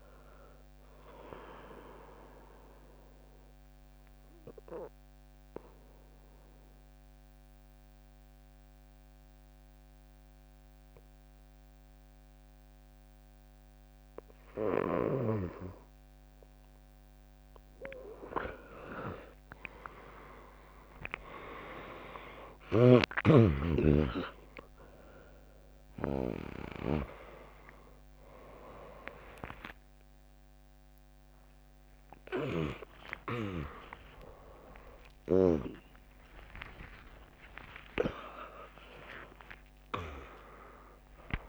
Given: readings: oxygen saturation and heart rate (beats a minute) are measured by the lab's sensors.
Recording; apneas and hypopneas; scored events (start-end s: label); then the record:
a person awake in a sleep study, by a microphone on the trachea; 1
4.00-15.00 s: obstructive apnea (oxygen 100% before, 96% lowest, heart rate 79 before, 58 extreme)
17.00-19.00 s: bradycardia (device-marked, heart rate 77 before, 63 extreme)
18.00-41.49 s: new sleep stage, awake
24.00-41.49 s: drop in pulse transit time (device-marked, heart rate 74 before, 71 extreme)
26.00-41.49 s: oxygen desaturation (device-marked, oxygen 99% before, 96% lowest, heart rate 73 before, 67 extreme)
33.00-41.00 s: tachycardia (device-marked, heart rate 77 before, 114 extreme)
38.50-40.50 s: long interval between heartbeats (device-marked, heart rate 82 before, 113 extreme)
From the record:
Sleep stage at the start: N2 (light sleep); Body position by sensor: on the right side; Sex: female